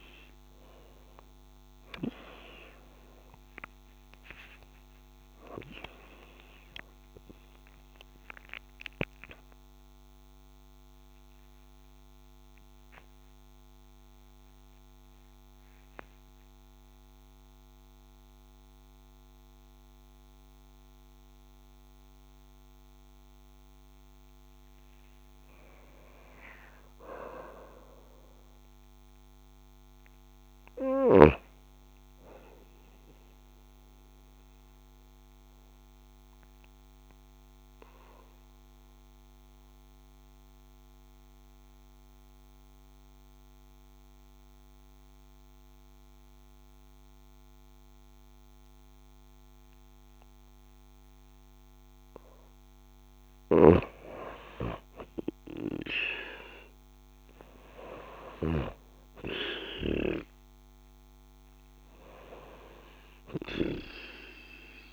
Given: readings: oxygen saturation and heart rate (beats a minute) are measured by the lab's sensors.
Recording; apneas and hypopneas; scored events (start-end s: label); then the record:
breathing in sleep by a microphone on the trachea; 2
0.50-31.50 s: oxygen desaturation (device-marked, oxygen 97% before, 93% lowest)
10.50-25.50 s: obstructive apnea (oxygen 97% before, 91% lowest)
28.00-31.00 s: arousal
30.50-32.50 s: long interval between heartbeats (device-marked)
36.00-52.50 s: obstructive apnea (oxygen 97% before, 91% lowest)
45.50-47.50 s: long interval between heartbeats (device-marked)
53.00-55.00 s: long interval between heartbeats (device-marked, heart rate 31 before, 32 extreme)
53.00-58.50 s: snoring (device-marked)
54.00-57.00 s: arousal
55.50-57.50 s: long interval between heartbeats (device-marked, heart rate 33 before, 37 extreme)
63.50-64.92 s: oxygen desaturation (device-marked, oxygen 95% before, 91% lowest)
From the record:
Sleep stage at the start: N2 (light sleep); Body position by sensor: on the back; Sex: female